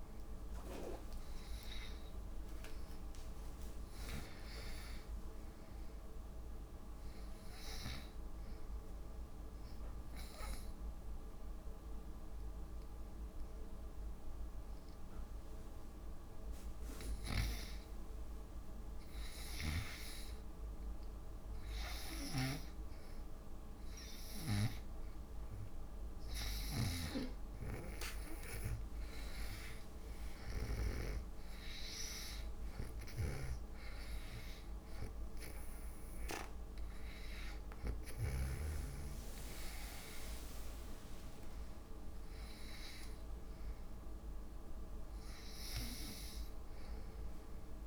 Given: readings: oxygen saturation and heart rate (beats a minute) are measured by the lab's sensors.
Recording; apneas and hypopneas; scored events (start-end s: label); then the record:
breathing in sleep by a room microphone; 1
0.00-1.50 s: oxygen desaturation (device-marked, oxygen 80% lowest)
3.50-6.50 s: arousal
9.00-20.00 s: obstructive apnea (oxygen 98% before, 76% lowest)
14.50-45.50 s: oxygen desaturation (device-marked, oxygen 98% before, 84% lowest)
22.50-31.50 s: snoring (device-marked)
28.00-32.00 s: arousal
33.50-39.00 s: snoring (device-marked)
From the record:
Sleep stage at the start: N2 (light sleep); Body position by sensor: on the back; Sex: female